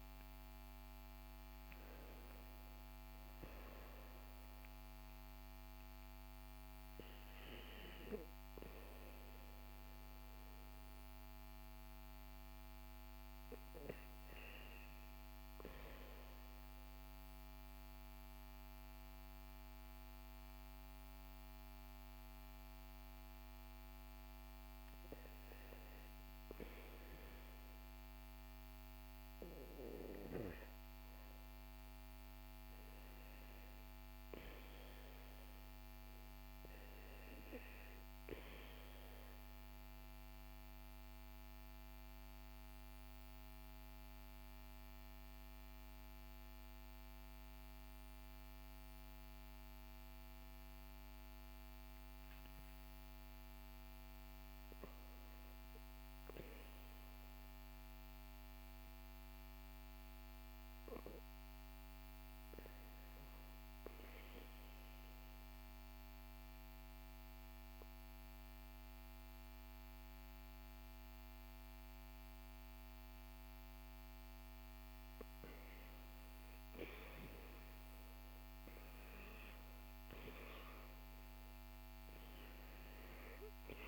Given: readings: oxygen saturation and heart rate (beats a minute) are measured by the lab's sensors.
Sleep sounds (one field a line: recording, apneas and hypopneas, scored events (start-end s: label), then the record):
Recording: breathing in sleep, hard to hear, by a microphone on the trachea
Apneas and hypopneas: 3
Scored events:
0.00-2.00 s: arousal
16.00-26.00 s: obstructive apnea (oxygen 98% before, 95% lowest, heart rate 57 before, 57 extreme, up 5 after)
30.00-34.00 s: arousal
39.50-54.00 s: obstructive apnea (oxygen 98% before, 94% lowest, heart rate 60 before, 59 extreme, up 4 after)
57.50-61.00 s: arousal
64.50-74.50 s: obstructive apnea (oxygen 98% before, 94% lowest, heart rate 61 before, 62 extreme, up 4 after)
From the record:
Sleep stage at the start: REM sleep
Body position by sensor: on the back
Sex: male